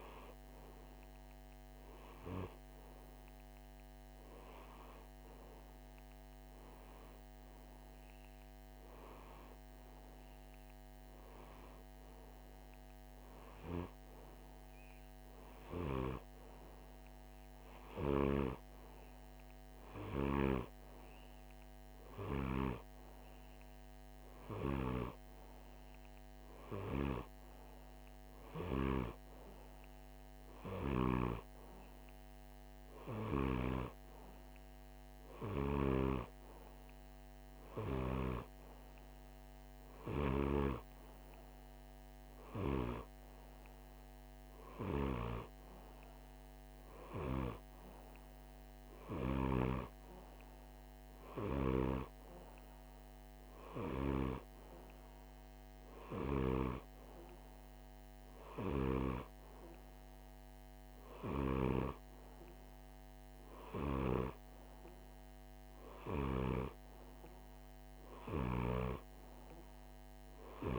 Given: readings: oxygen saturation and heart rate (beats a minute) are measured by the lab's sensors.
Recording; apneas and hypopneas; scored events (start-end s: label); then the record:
breathing in sleep by a microphone on the trachea; none
none scored
From the record:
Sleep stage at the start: N2 (light sleep); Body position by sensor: on the right side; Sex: male